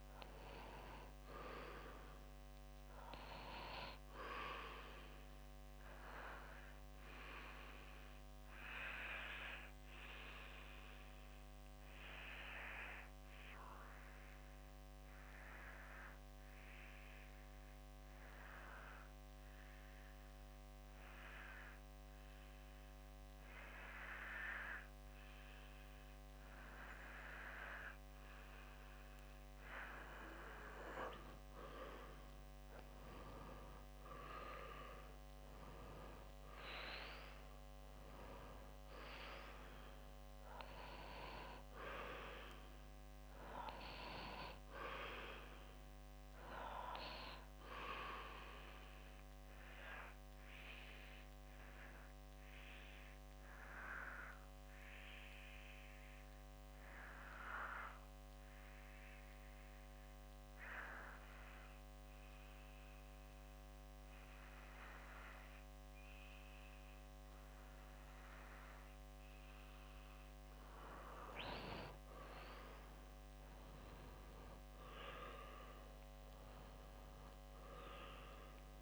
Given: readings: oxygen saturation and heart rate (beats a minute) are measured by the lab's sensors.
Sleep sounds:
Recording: breathing in sleep by a microphone on the trachea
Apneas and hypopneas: 2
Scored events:
8.00-29.00 s: obstructive apnea (oxygen 96% before, 93% lowest, heart rate 68 before, 61 extreme, up 7 after)
32.00-36.00 s: arousal
48.00-69.50 s: obstructive apnea (oxygen 97% before, 93% lowest, heart rate 67 before, 58 extreme, up 6 after)
63.00-78.00 s: oxygen desaturation (device-marked, oxygen 97% before, 93% lowest, heart rate 62 before, 58 extreme)
73.50-78.00 s: arousal
From the record:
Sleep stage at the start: REM sleep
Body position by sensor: on the back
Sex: male

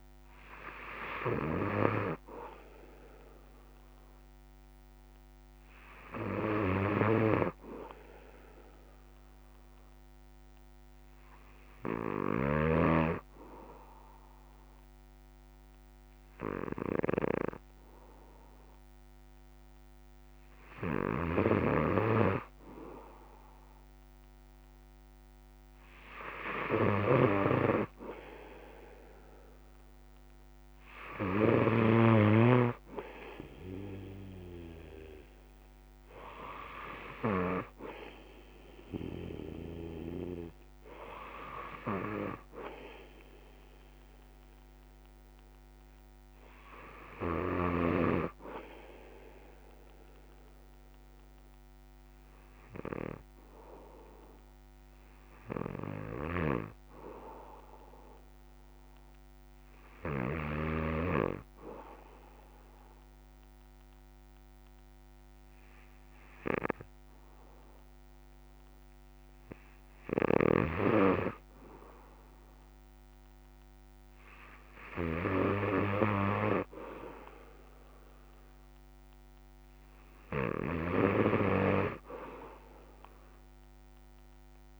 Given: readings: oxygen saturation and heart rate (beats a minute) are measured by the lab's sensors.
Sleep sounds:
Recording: breathing in sleep by a microphone on the trachea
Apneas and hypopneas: 1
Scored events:
8.50-21.50 s: hypopnea (oxygen 97% before, 96% lowest, heart rate 64 before, 60 extreme, up 2 after)
From the record:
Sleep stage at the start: N3 (deep sleep)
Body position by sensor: on the back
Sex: male

